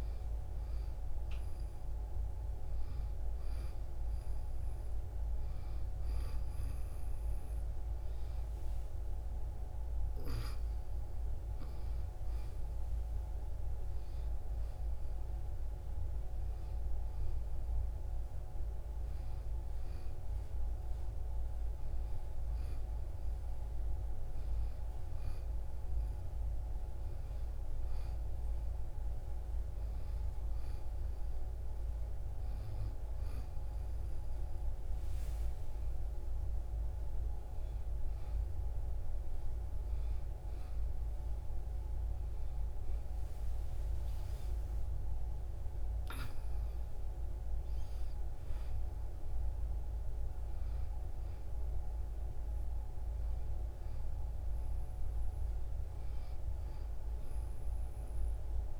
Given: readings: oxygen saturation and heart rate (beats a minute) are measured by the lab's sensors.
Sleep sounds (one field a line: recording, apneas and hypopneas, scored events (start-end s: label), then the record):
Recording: breathing in sleep, hard to hear, by a room microphone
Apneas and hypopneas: none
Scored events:
36.50-43.00 s: arousal
From the record:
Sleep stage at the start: N1 (lightest sleep)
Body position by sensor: on the back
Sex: female